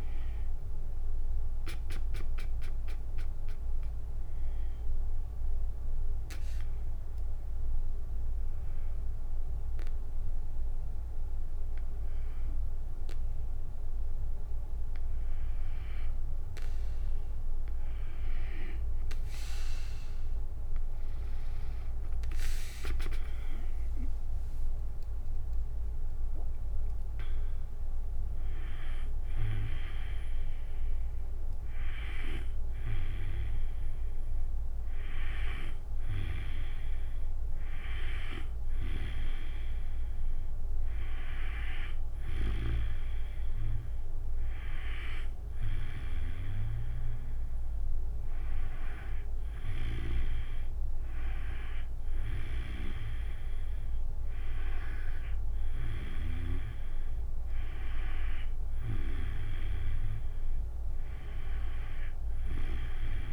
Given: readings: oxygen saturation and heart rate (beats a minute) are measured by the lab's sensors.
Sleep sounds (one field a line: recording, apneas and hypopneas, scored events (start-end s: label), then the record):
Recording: breathing in sleep by a room microphone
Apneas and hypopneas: 1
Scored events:
7.00-17.50 s: hypopnea (oxygen 97% before, 92% lowest, heart rate 73 before, 61 extreme, up 12 after)
20.50-31.50 s: drop in pulse transit time (device-marked, heart rate 65 before, 67 extreme)
21.50-37.50 s: oxygen desaturation (device-marked, oxygen 96% before, 92% lowest, heart rate 65 before, 61 extreme)
23.50-27.00 s: arousal
From the record:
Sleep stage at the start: N2 (light sleep)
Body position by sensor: on the back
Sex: female